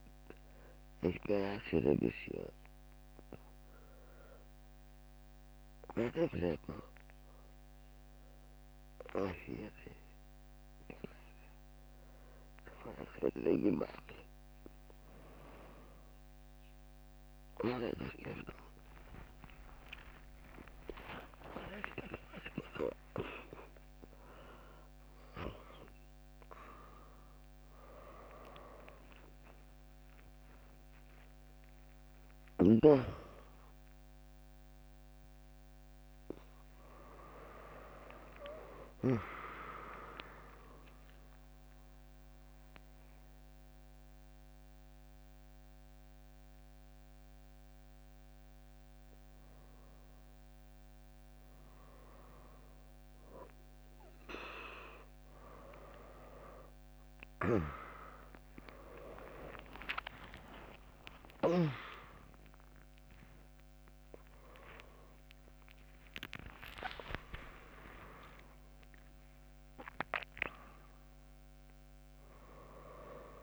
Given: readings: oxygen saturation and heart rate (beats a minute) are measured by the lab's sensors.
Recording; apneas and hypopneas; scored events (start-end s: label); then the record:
a person awake in a sleep study, by a microphone on the trachea; none
0.00-5.00 s: drop in pulse transit time (device-marked, heart rate 74 extreme)
0.00-7.00 s: oxygen desaturation (device-marked, oxygen 95% lowest, heart rate 74 extreme)
25.00-31.00 s: tachycardia (device-marked, heart rate 79 before, 107 extreme)
28.00-30.00 s: long interval between heartbeats (device-marked, heart rate 87 before, 101 extreme)
31.00-50.00 s: drop in pulse transit time (device-marked, heart rate 90 before, 81 extreme)
57.00-64.00 s: tachycardia (device-marked, heart rate 80 before, 129 extreme)
58.50-60.50 s: long interval between heartbeats (device-marked, heart rate 81 before, 82 extreme)
61.00-63.00 s: long interval between heartbeats (device-marked, heart rate 81 before, 119 extreme)
72.00-73.43 s: new sleep stage, N1 (lightest sleep)
From the record:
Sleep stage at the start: awake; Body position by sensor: on the back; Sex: female